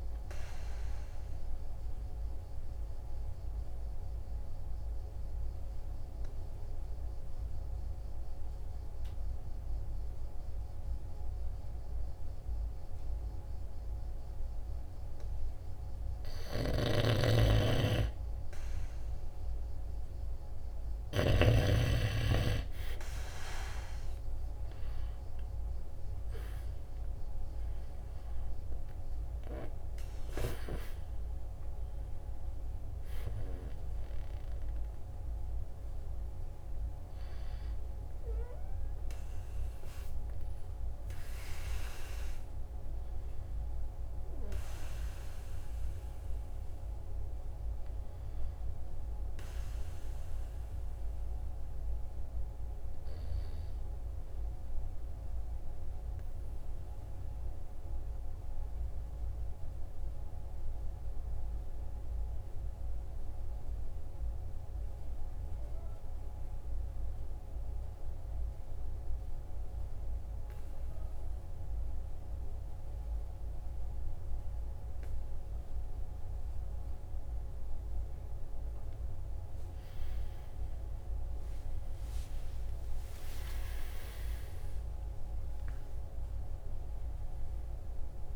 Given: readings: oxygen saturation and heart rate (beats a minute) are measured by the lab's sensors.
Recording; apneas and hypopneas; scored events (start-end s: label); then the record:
breathing in sleep by a room microphone; 2
1.50-17.00 s: obstructive apnea (oxygen 95% before, 92% lowest, heart rate 48 before, 44 extreme, up 1 after)
17.00-22.00 s: snoring (device-marked)
24.50-28.50 s: arousal
27.50-52.50 s: oxygen desaturation (device-marked, oxygen 96% before, 92% lowest, heart rate 48 before, 44 extreme)
50.00-52.50 s: arousal
54.50-78.50 s: obstructive apnea (oxygen 97% before, 90% lowest, heart rate 46 before, 43 extreme, up 6 after)
81.00-85.00 s: arousal
86.50-88.35 s: oxygen desaturation (device-marked, oxygen 97% before, 90% lowest, heart rate 48 before, 43 extreme)
From the record:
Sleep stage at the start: N2 (light sleep); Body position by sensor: on the right side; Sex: male